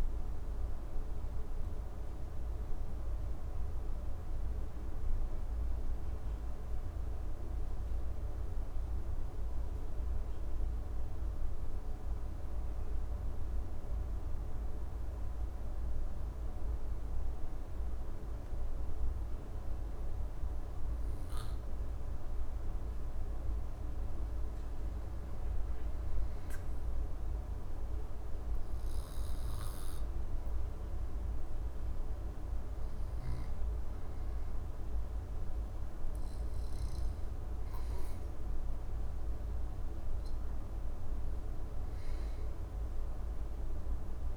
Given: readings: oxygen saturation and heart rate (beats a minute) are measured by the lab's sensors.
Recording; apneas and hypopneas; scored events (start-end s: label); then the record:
breathing in sleep, hard to hear, by a room microphone; 1
12.50-25.00 s: hypopnea (oxygen 99% before, 94% lowest, heart rate 79 before, 66 extreme, up 4 after)
27.50-32.00 s: arousal
From the record:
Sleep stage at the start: N2 (light sleep); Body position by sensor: on the back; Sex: male